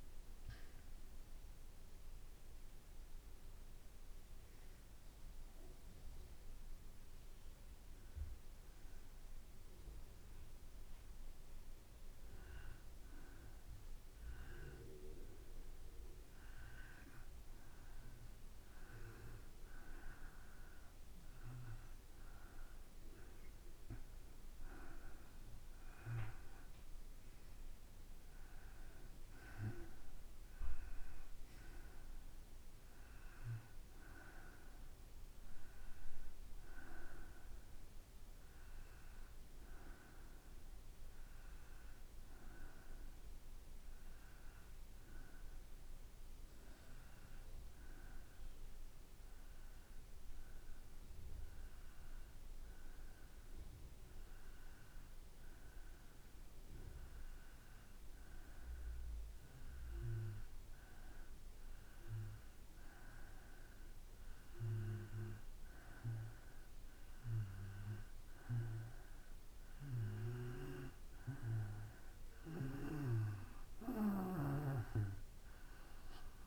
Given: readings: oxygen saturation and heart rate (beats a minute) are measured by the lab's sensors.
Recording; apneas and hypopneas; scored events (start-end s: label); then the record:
breathing in sleep by a room microphone; 2
0.00-1.00 s: arousal
0.00-7.50 s: drop in pulse transit time (device-marked, heart rate 59 extreme)
10.50-22.00 s: hypopnea (oxygen 95% before, 92% lowest, heart rate 59 before, 57 extreme, up 5 after)
23.50-27.50 s: arousal
46.00-58.50 s: hypopnea (oxygen 96% before, 92% lowest, heart rate 59 before, 57 extreme, up 3 after)
61.50-65.50 s: arousal
61.50-76.47 s: oxygen desaturation (device-marked, oxygen 95% before, 92% lowest, heart rate 57 before, 57 extreme)
From the record:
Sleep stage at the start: N2 (light sleep); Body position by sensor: on the back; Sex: male